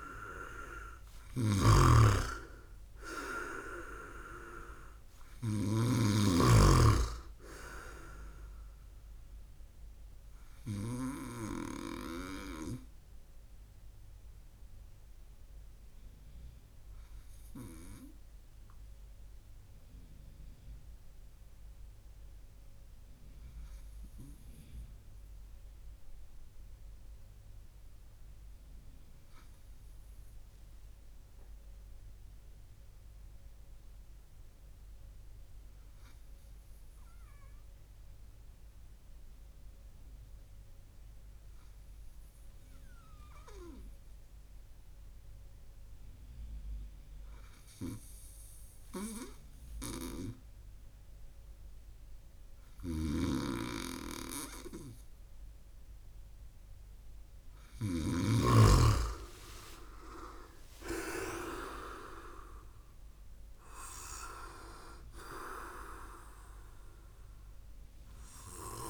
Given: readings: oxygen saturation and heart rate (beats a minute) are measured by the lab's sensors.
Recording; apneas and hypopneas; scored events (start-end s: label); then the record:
breathing in sleep by a room microphone; 1
0.00-11.00 s: snoring (device-marked)
12.50-48.50 s: hypopnea (oxygen 97% before, 96% lowest)
52.50-58.00 s: snoring (device-marked)
58.00-62.50 s: arousal
From the record:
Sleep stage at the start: N2 (light sleep); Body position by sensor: on the right side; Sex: male